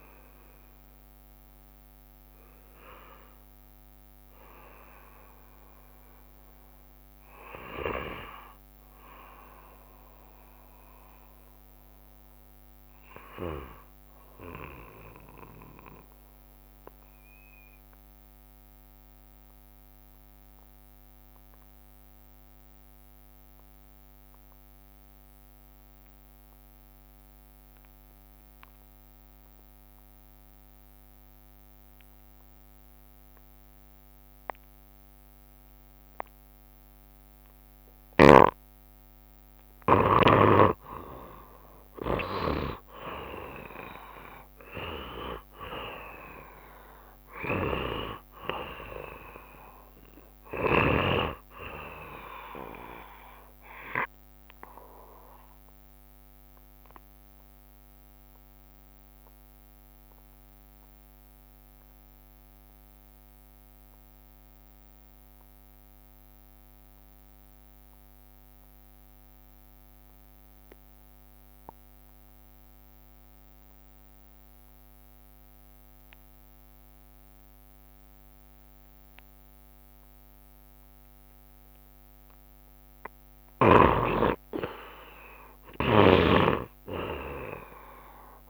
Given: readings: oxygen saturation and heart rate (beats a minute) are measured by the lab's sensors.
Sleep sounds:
breathing in sleep by a microphone on the trachea; 2
0.00-22.50 s: oxygen desaturation (device-marked, oxygen 69% lowest, heart rate 60 extreme)
15.00-39.50 s: obstructive apnea (oxygen 72% before, 70% lowest, heart rate 78 before, 60 extreme, up 21 after)
19.00-21.00 s: long interval between heartbeats (device-marked, heart rate 74 before, 70 extreme)
27.50-73.50 s: oxygen desaturation (device-marked, oxygen 94% before, 73% lowest, heart rate 67 before, 59 extreme)
31.00-33.00 s: long interval between heartbeats (device-marked, heart rate 66 before, 72 extreme)
38.00-40.00 s: long interval between heartbeats (device-marked, heart rate 68 before, 79 extreme)
40.50-46.00 s: arousal
43.00-45.00 s: long interval between heartbeats (device-marked, heart rate 71 before, 87 extreme)
45.50-47.50 s: long interval between heartbeats (device-marked, heart rate 74 before, 90 extreme)
54.50-82.50 s: obstructive apnea (oxygen 94% before, 73% lowest, heart rate 81 before, 59 extreme, up 14 after)
60.50-62.50 s: long interval between heartbeats (device-marked, heart rate 79 before, 67 extreme)
63.50-65.50 s: bradycardia (device-marked, heart rate 75 before, 64 extreme)
75.50-88.50 s: oxygen desaturation (device-marked, oxygen 92% before, 75% lowest, heart rate 65 before, 65 extreme)
84.50-88.50 s: arousal
86.50-88.50 s: snoring (device-marked)
From the record:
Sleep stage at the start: N2 (light sleep); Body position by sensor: on the back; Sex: male

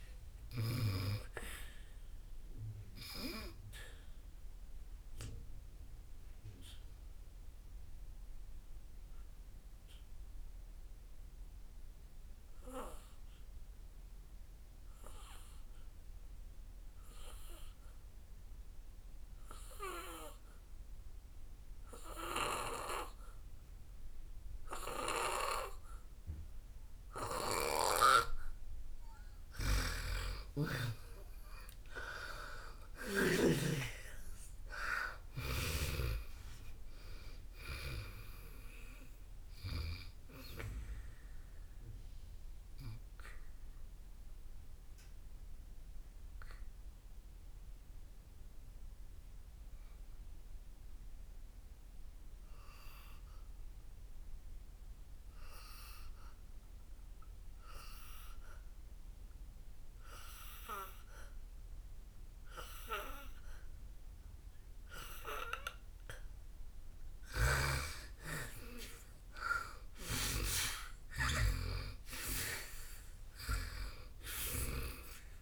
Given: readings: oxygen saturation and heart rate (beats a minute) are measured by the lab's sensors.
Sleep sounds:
breathing in sleep by a room microphone; 2
0.00-26.00 s: oxygen desaturation (device-marked, oxygen 84% lowest, heart rate 55 extreme)
6.00-29.50 s: obstructive apnea (oxygen 99% before, 84% lowest, heart rate 63 before, 55 extreme, up 3 after)
30.50-36.00 s: arousal
37.00-63.00 s: oxygen desaturation (device-marked, oxygen 98% before, 87% lowest, heart rate 62 before, 56 extreme)
41.00-67.00 s: obstructive apnea (oxygen 98% before, 87% lowest, heart rate 62 before, 56 extreme, up 10 after)
65.00-75.42 s: oxygen desaturation (device-marked, oxygen 99% before, 88% lowest, heart rate 59 before, 54 extreme)
69.00-73.00 s: arousal
From the record:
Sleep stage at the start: N2 (light sleep); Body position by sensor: on the back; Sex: female

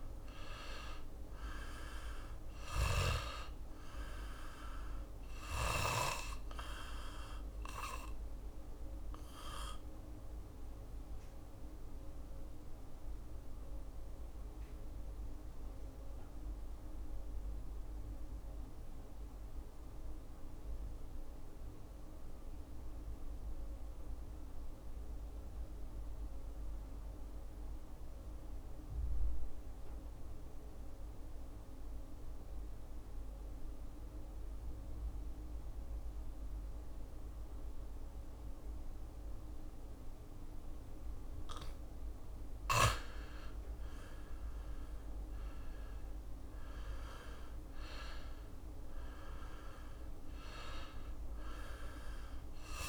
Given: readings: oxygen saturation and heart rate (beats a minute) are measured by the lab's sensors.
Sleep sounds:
breathing in sleep by a room microphone; 1
0.00-23.50 s: oxygen desaturation (device-marked, oxygen 85% lowest, heart rate 63 extreme)
8.00-41.00 s: mixed apnea (oxygen 98% before, 84% lowest, heart rate 67 before, 63 extreme, up 6 after)
36.50-52.89 s: oxygen desaturation (device-marked, oxygen 99% before, 84% lowest, heart rate 64 before, 63 extreme)
42.50-46.50 s: arousal
From the record:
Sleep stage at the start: N2 (light sleep); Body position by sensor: on the back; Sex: male

